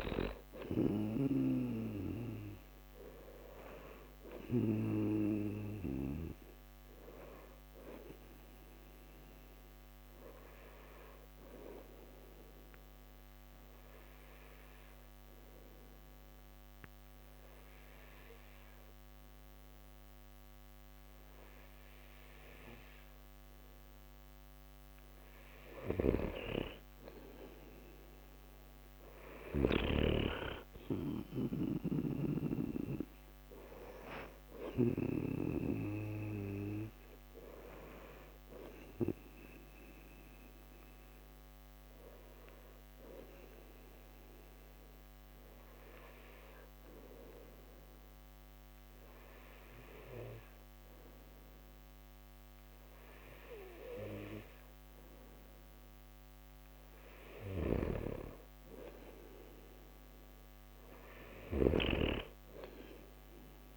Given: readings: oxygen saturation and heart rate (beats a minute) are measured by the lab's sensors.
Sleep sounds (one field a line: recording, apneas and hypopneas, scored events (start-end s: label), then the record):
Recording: breathing in sleep by a microphone on the trachea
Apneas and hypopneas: 2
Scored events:
0.00-1.50 s: snoring (device-marked)
0.50-20.50 s: oxygen desaturation (device-marked, oxygen 96% before, 91% lowest)
12.00-25.00 s: obstructive apnea (oxygen 96% before, 91% lowest)
26.50-29.00 s: arousal
32.00-35.50 s: snoring (device-marked)
43.00-56.00 s: hypopnea (oxygen 96% before, 92% lowest)
57.50-62.00 s: snoring (device-marked)
58.00-61.50 s: arousal
From the record:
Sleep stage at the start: N2 (light sleep)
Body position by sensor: on the back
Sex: male